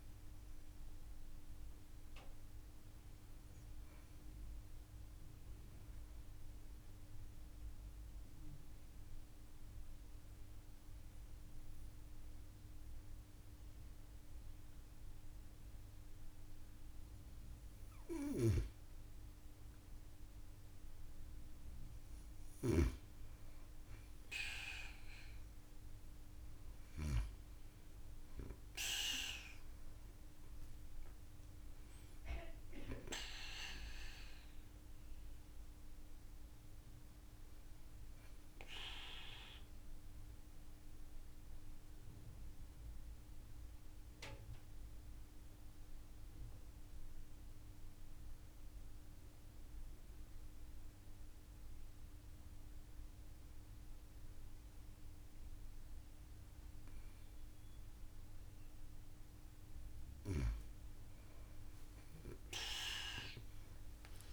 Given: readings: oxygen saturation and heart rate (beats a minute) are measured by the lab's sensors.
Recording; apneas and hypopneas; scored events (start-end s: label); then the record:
breathing in sleep by a room microphone; 2
4.00-18.50 s: mixed apnea (oxygen 96% before, 94% lowest)
21.50-25.50 s: arousal
22.00-27.00 s: snoring (device-marked)
38.50-58.50 s: mixed apnea (oxygen 96% before, 94% lowest)
62.50-64.33 s: arousal
From the record:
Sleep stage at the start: N2 (light sleep); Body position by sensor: on the back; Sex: female